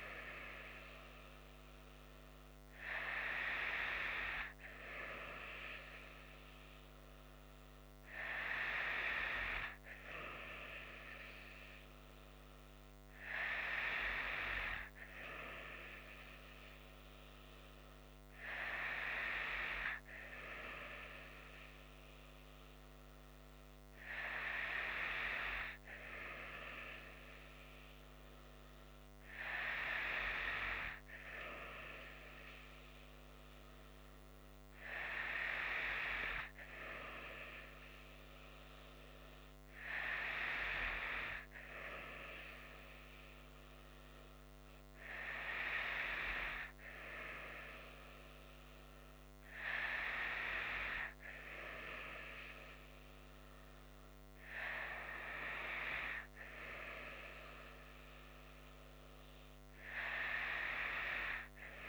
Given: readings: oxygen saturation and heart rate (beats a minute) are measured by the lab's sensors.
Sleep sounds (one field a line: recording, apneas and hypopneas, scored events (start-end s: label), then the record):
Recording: breathing in sleep by a microphone on the trachea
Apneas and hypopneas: none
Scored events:
none scored
From the record:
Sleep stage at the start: N2 (light sleep)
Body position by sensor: on the right side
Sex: female